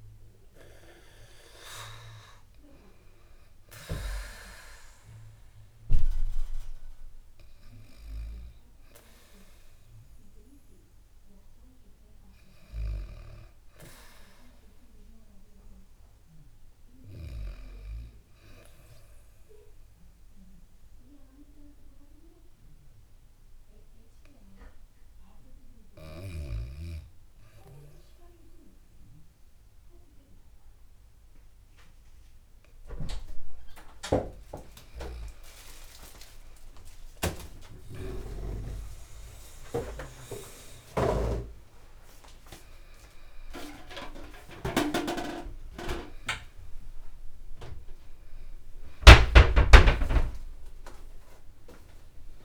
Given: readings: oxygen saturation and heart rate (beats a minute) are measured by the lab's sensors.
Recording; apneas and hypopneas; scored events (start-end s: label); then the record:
breathing in sleep by a room microphone; 1
0.00-14.00 s: oxygen desaturation (device-marked, oxygen 93% lowest, heart rate 63 extreme)
2.00-52.45 s: new sleep stage, N2 (light sleep)
18.50-31.00 s: hypopnea (oxygen 99% before, 94% lowest, heart rate 71 before, 66 extreme, up 8 after)
37.00-52.45 s: oxygen desaturation (device-marked, oxygen 99% before, 94% lowest, heart rate 67 before, 66 extreme)
From the record:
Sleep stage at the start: REM sleep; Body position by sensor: on the back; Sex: female